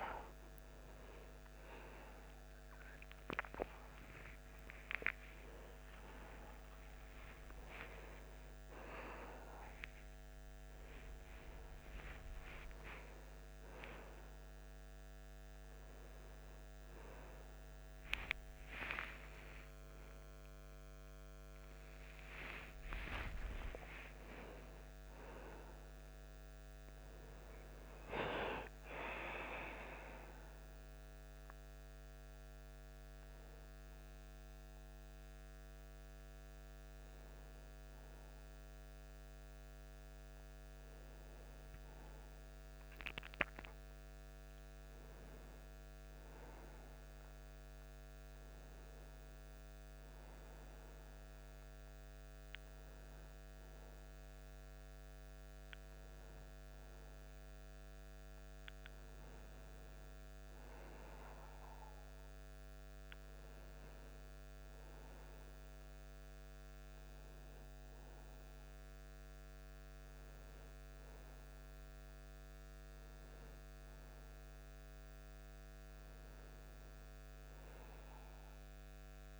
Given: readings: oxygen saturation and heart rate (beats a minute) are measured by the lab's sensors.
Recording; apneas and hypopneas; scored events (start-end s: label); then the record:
a person awake in a sleep study, by a microphone on the trachea; none
none scored
From the record:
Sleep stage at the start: awake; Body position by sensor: on the back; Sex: male